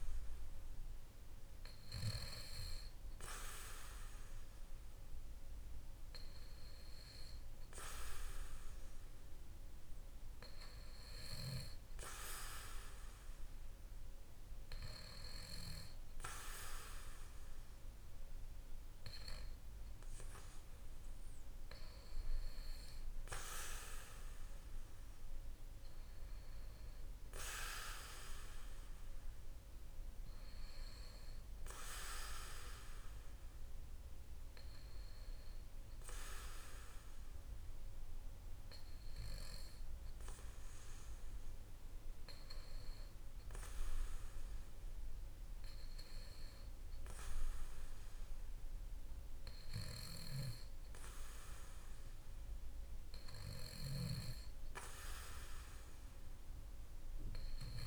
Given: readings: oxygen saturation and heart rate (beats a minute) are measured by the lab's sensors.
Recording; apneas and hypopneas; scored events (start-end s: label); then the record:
breathing in sleep by a room microphone; none
none scored
From the record:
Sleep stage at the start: N2 (light sleep); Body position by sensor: on the back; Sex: male